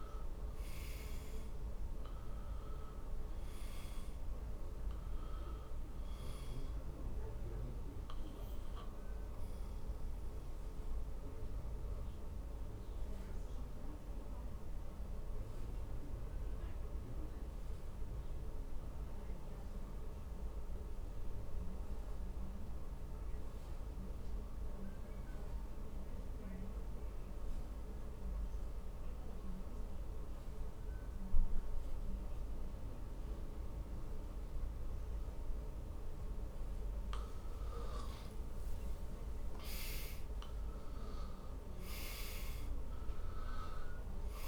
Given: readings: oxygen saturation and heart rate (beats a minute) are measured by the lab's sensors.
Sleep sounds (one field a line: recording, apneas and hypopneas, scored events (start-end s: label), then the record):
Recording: breathing in sleep, hard to hear, by a room microphone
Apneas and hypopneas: 1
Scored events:
7.50-37.00 s: obstructive apnea (oxygen 96% before, 87% lowest, heart rate 60 before, 50 extreme, up 19 after)
16.50-29.50 s: oxygen desaturation (device-marked, oxygen 94% before, 87% lowest, heart rate 58 before, 50 extreme)
38.50-43.00 s: arousal
From the record:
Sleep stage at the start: N2 (light sleep)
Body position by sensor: on the back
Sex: male